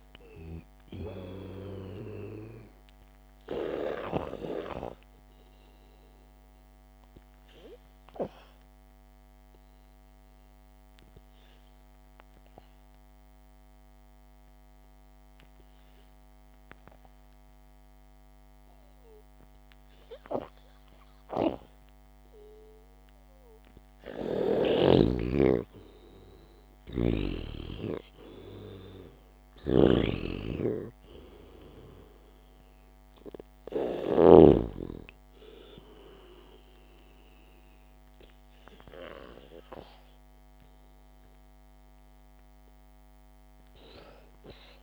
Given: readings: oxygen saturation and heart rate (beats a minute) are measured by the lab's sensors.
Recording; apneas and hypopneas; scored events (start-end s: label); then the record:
breathing in sleep by a microphone on the trachea; 1
6.00-22.00 s: obstructive apnea (oxygen 97% before, 93% lowest, heart rate 60 before, 53 extreme, up 1 after)
25.00-28.00 s: arousal
29.50-34.50 s: snoring (device-marked)
From the record:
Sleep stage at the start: N2 (light sleep); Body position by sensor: on the back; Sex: male